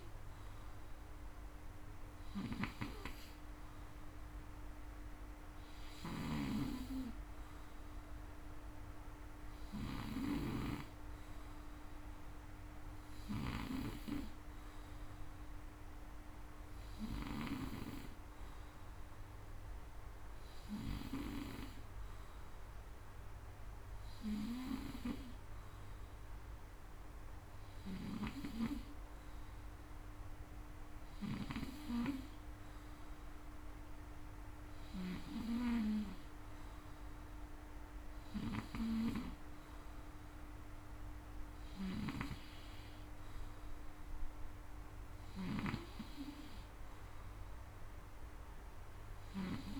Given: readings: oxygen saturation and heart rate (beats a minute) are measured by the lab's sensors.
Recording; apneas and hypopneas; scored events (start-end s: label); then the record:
breathing in sleep by a room microphone; none
5.50-10.00 s: snoring (device-marked)
41.00-49.00 s: snoring (device-marked)
From the record:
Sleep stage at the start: N2 (light sleep); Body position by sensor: on the front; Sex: male